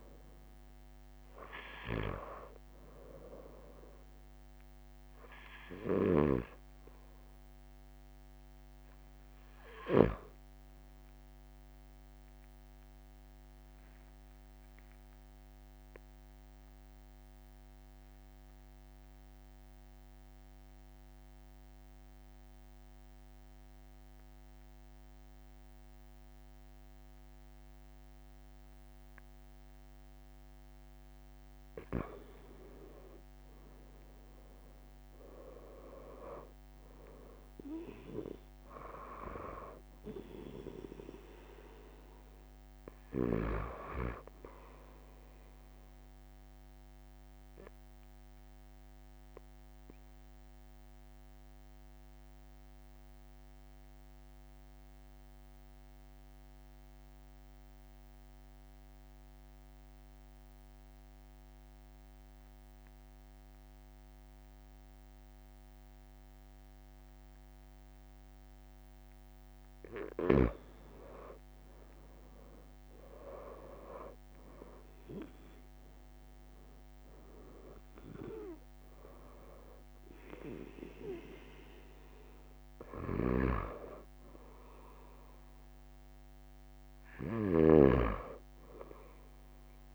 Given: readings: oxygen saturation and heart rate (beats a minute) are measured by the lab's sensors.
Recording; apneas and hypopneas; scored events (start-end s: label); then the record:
breathing in sleep by a microphone on the trachea; 2
7.00-22.00 s: oxygen desaturation (device-marked, oxygen 95% before, 92% lowest)
11.00-31.00 s: obstructive apnea (oxygen 97% before, 92% lowest)
12.00-14.00 s: long interval between heartbeats (device-marked, heart rate 37 before, 46 extreme)
23.00-25.00 s: long interval between heartbeats (device-marked, heart rate 38 before, 45 extreme)
32.00-34.00 s: long interval between heartbeats (device-marked, heart rate 39 before, 46 extreme)
33.00-37.00 s: arousal
35.00-37.00 s: long interval between heartbeats (device-marked, heart rate 39 before, 45 extreme)
46.50-69.00 s: obstructive apnea (oxygen 97% before, 92% lowest)
71.50-76.00 s: arousal
77.50-79.50 s: long interval between heartbeats (device-marked, heart rate 44 before, 25 extreme)
83.00-87.50 s: snoring (device-marked)
86.50-88.50 s: long interval between heartbeats (device-marked)
From the record:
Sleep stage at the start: N2 (light sleep); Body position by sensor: on the right side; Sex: male